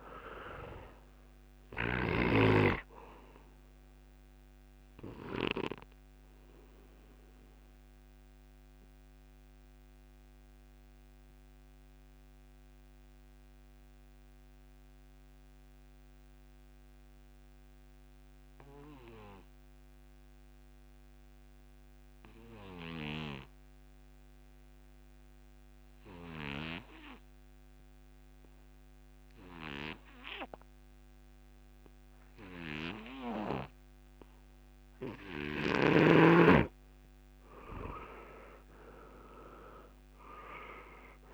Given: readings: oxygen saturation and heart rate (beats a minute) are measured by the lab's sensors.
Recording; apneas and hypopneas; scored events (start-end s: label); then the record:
breathing in sleep by a microphone on the trachea; 1
0.00-24.00 s: oxygen desaturation (device-marked, oxygen 82% lowest)
6.50-33.50 s: obstructive apnea (oxygen 98% before, 82% lowest)
33.00-41.34 s: oxygen desaturation (device-marked, oxygen 98% before, 82% lowest)
37.50-40.00 s: arousal
From the record:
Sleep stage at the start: N2 (light sleep); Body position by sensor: on the back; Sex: male